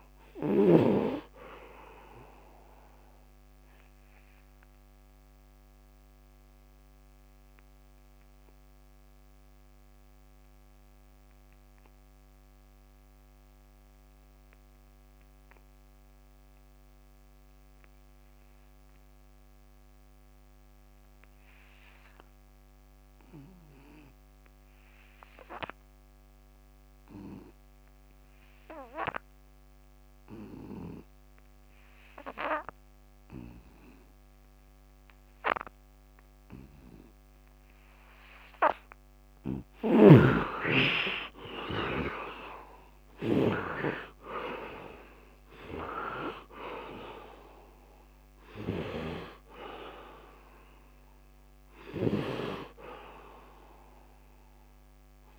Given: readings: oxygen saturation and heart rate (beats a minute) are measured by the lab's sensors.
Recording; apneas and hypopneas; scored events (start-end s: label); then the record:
breathing in sleep by a microphone on the trachea; 1
0.00-22.50 s: oxygen desaturation (device-marked, oxygen 69% lowest, heart rate 71 extreme)
3.00-37.50 s: obstructive apnea (oxygen 100% before, 66% lowest, heart rate 101 before, 75 extreme, up 17 after)
24.50-55.39 s: oxygen desaturation (device-marked, oxygen 99% before, 66% lowest, heart rate 86 before, 71 extreme)
40.00-45.00 s: arousal
From the record:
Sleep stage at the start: N2 (light sleep); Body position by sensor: on the right side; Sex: male